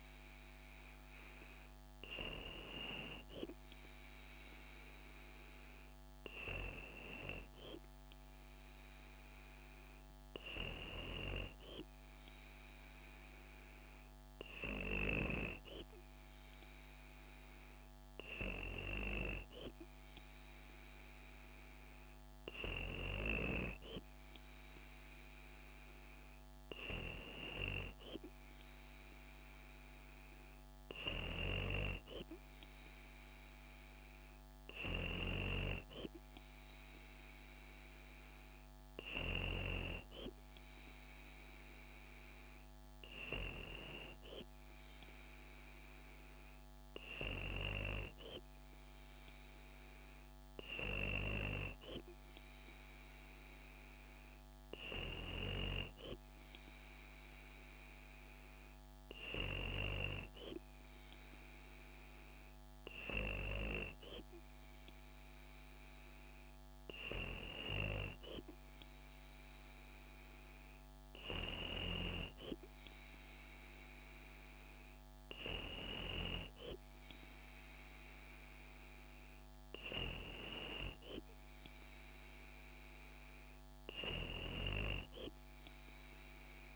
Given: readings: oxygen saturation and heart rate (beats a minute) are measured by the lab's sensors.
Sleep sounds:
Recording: breathing in sleep by a microphone on the trachea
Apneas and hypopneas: none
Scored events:
none scored
From the record:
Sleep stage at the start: N2 (light sleep)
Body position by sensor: on the back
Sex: female

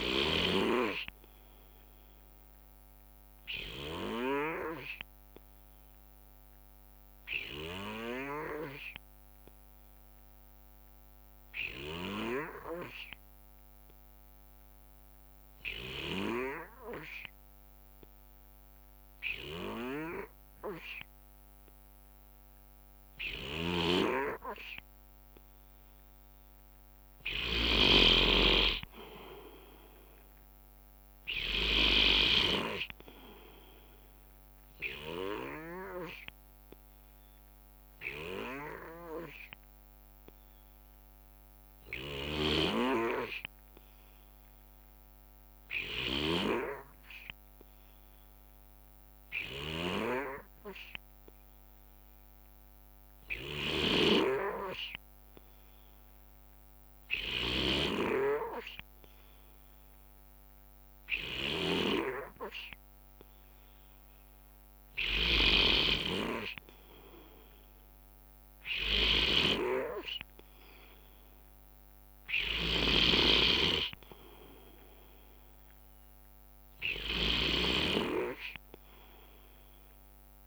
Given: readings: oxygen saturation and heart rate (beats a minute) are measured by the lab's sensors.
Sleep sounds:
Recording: breathing in sleep by a microphone on the trachea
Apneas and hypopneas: 2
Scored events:
0.00-15.00 s: oxygen desaturation (device-marked, oxygen 90% lowest, heart rate 61 extreme)
3.00-26.00 s: obstructive apnea (oxygen 96% before, 90% lowest, heart rate 69 before, 61 extreme, up 6 after)
23.50-32.50 s: snoring (device-marked)
25.00-47.00 s: oxygen desaturation (device-marked, oxygen 97% before, 90% lowest, heart rate 64 before, 65 extreme)
28.00-32.00 s: arousal
35.50-63.50 s: obstructive apnea (oxygen 97% before, 90% lowest, heart rate 66 before, 62 extreme, up 3 after)
42.00-44.00 s: long interval between heartbeats (device-marked, heart rate 68 before, 79 extreme)
42.00-61.50 s: snoring (device-marked)
51.00-53.00 s: long interval between heartbeats (device-marked, heart rate 71 before, 76 extreme)
56.00-72.00 s: oxygen desaturation (device-marked, oxygen 96% before, 91% lowest, heart rate 75 before, 62 extreme)
67.50-72.00 s: arousal
69.00-80.47 s: snoring (device-marked)
From the record:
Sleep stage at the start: N2 (light sleep)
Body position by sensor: on the right side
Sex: male

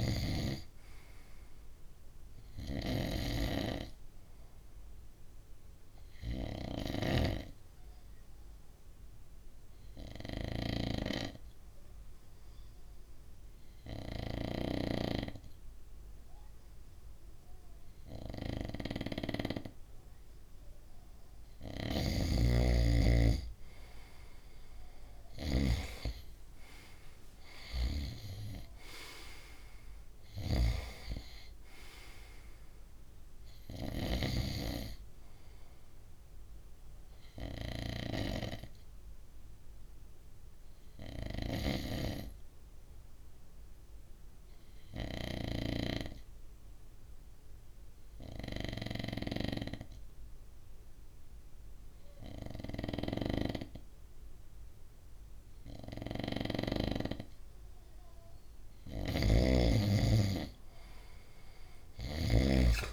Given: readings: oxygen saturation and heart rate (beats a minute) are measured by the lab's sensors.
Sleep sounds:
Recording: breathing in sleep by a room microphone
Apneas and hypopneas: 2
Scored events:
5.00-20.00 s: obstructive apnea (oxygen 97% before, 94% lowest, heart rate 66 before, 61 extreme, up 7 after)
23.00-27.50 s: arousal
37.50-56.00 s: obstructive apnea (oxygen 97% before, 94% lowest, heart rate 64 before, 62 extreme, up 5 after)
55.50-62.93 s: snoring (device-marked)
59.50-62.50 s: arousal
From the record:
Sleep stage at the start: N2 (light sleep)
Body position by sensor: on the right side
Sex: male

